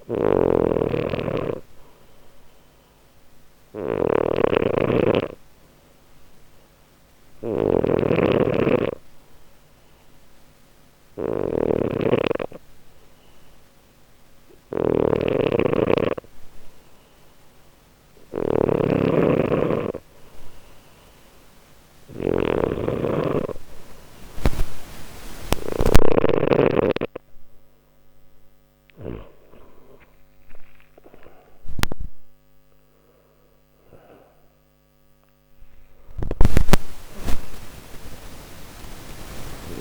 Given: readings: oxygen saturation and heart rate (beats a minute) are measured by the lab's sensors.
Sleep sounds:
breathing in sleep by a microphone on the trachea; none
0.00-25.50 s: snoring (device-marked)
28.50-33.50 s: arousal
From the record:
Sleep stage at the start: N2 (light sleep); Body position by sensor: on the left side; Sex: male

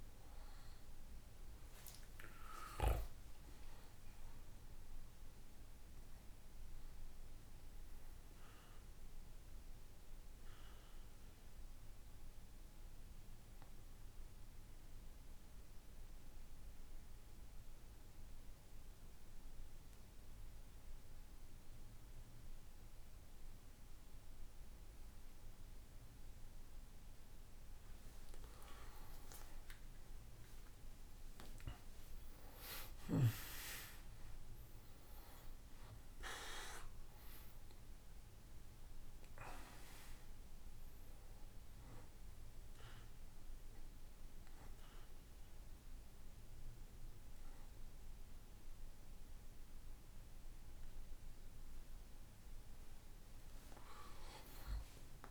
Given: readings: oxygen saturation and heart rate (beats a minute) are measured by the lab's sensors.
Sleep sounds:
breathing in sleep by a room microphone; 2
0.00-8.50 s: oxygen desaturation (device-marked, oxygen 93% lowest, heart rate 55 extreme)
5.50-26.50 s: mixed apnea (oxygen 97% before, 92% lowest, heart rate 75 before, 55 extreme, up 19 after)
30.00-35.00 s: arousal
33.50-55.31 s: oxygen desaturation (device-marked, oxygen 97% before, 92% lowest, heart rate 64 before, 58 extreme)
41.00-51.00 s: obstructive apnea (oxygen 97% before, 92% lowest, heart rate 71 before, 58 extreme, up 9 after)
52.50-55.31 s: arousal
From the record:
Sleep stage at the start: N2 (light sleep); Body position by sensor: on the back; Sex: male

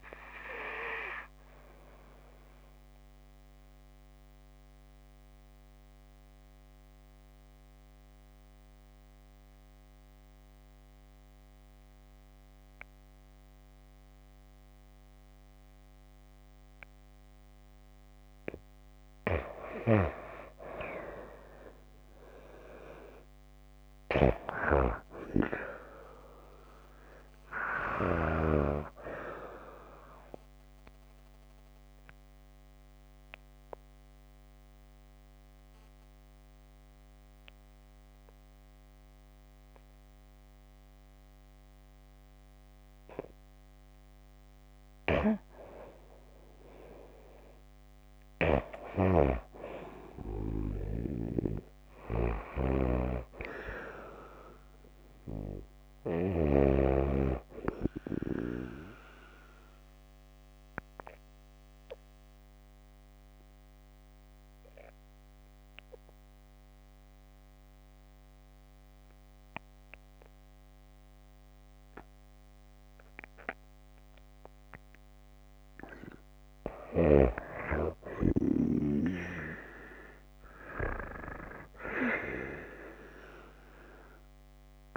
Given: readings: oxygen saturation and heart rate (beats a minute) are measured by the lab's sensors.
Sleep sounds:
breathing in sleep by a microphone on the trachea; 3
2.00-18.00 s: obstructive apnea (oxygen 95% before, 88% lowest)
16.50-33.50 s: oxygen desaturation (device-marked, oxygen 95% before, 88% lowest)
20.50-24.00 s: arousal
30.50-44.00 s: obstructive apnea (oxygen 95% before, 90% lowest)
45.50-49.00 s: arousal
52.50-56.50 s: snoring (device-marked)
60.00-74.50 s: obstructive apnea (oxygen 97% before, 92% lowest)
69.50-84.97 s: oxygen desaturation (device-marked, oxygen 96% before, 92% lowest)
77.00-80.00 s: arousal
From the record:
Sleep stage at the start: N2 (light sleep); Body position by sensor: on the back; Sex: female

